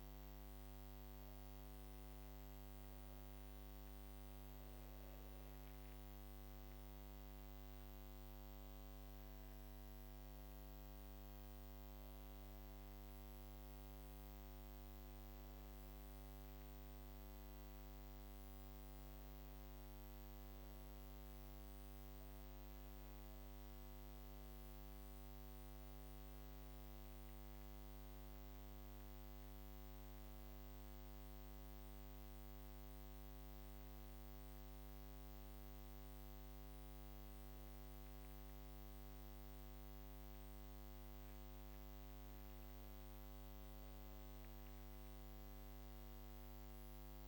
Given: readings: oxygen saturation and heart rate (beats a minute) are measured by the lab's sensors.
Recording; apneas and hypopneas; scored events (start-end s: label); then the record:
a person awake in a sleep study, hard to hear, by a microphone on the trachea; none
none scored
From the record:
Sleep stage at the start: awake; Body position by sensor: on the back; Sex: female